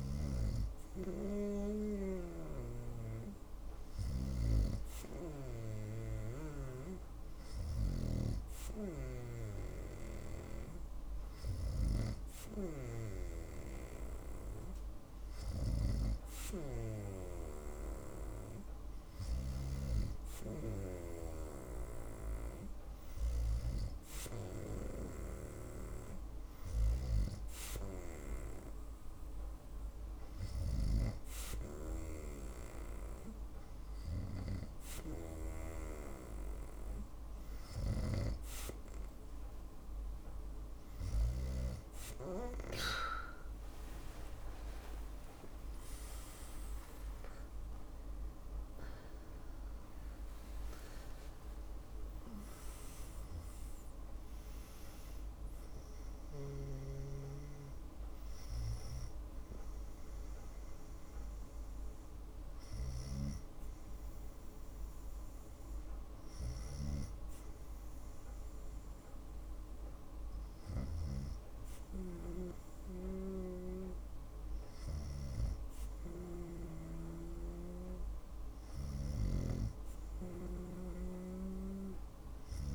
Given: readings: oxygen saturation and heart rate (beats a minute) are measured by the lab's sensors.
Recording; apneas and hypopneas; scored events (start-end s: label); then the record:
breathing in sleep by a room microphone; none
45.50-49.50 s: arousal
From the record:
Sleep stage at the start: N2 (light sleep); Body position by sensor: on the right side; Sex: female